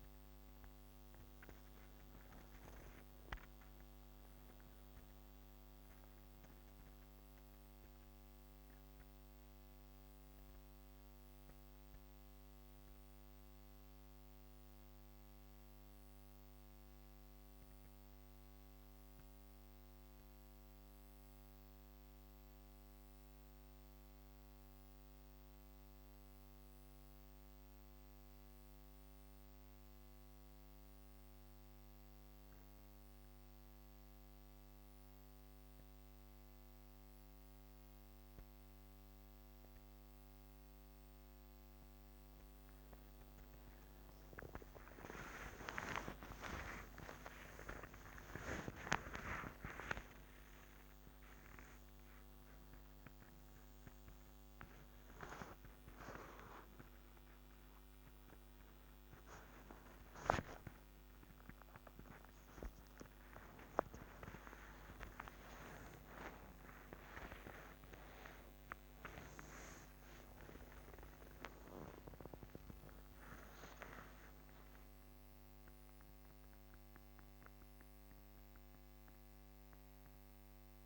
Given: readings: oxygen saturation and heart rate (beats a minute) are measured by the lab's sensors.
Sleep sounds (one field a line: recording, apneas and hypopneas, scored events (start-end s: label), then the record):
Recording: a person partly awake in a sleep study, by a microphone on the trachea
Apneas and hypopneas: 1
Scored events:
1.50-7.00 s: arousal
20.00-37.00 s: central apnea (oxygen 98% before, 94% lowest, heart rate 61 before, 57 extreme, up 11 after)
42.50-60.50 s: oxygen desaturation (device-marked, oxygen 98% before, 94% lowest, heart rate 58 before, 61 extreme)
57.50-80.86 s: new sleep stage, awake
From the record:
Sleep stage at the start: N1 (lightest sleep)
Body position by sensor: on the back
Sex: female